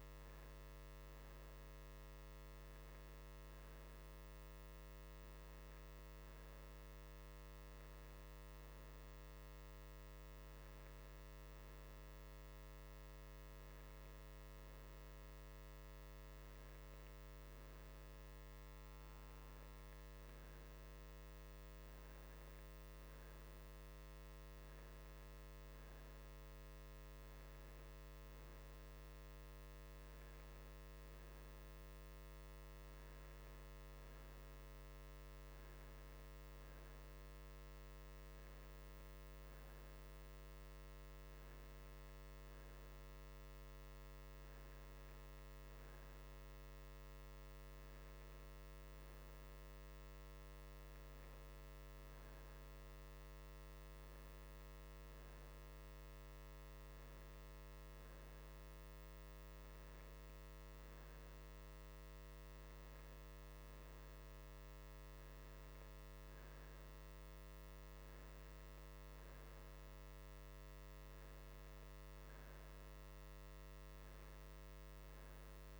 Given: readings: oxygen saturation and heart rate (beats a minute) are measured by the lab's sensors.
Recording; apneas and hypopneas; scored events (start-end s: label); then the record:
breathing in sleep, hard to hear, by a microphone on the trachea; none
none scored
From the record:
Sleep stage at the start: N2 (light sleep); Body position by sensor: on the right side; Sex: male